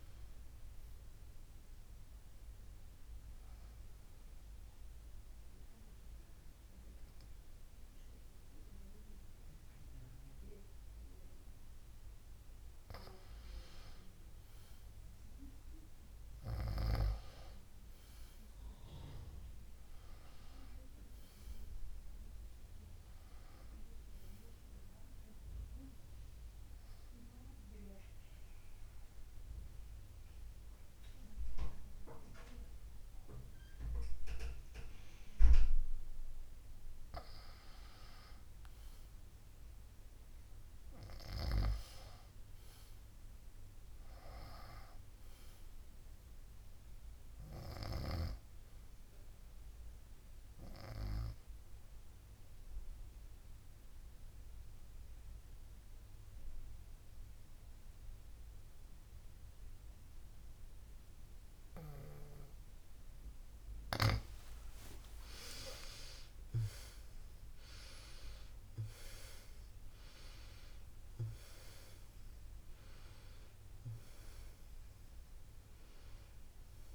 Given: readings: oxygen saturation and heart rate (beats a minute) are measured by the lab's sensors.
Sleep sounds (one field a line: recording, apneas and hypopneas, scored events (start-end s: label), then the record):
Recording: breathing in sleep by a room microphone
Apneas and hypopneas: 2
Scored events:
0.00-8.50 s: oxygen desaturation (device-marked, oxygen 90% lowest, heart rate 55 extreme)
5.50-76.95 s: new sleep stage, N2 (light sleep)
11.50-15.50 s: arousal
28.00-38.00 s: obstructive apnea (oxygen 98% before, 90% lowest, heart rate 61 before, 53 extreme, up 8 after)
42.50-45.50 s: arousal
51.50-64.50 s: obstructive apnea (oxygen 97% before, 90% lowest, heart rate 58 before, 56 extreme)
65.50-71.00 s: arousal
75.50-76.95 s: oxygen desaturation (device-marked, oxygen 96% before, 90% lowest, heart rate 79 before, 54 extreme)
From the record:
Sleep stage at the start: N1 (lightest sleep)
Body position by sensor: on the back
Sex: female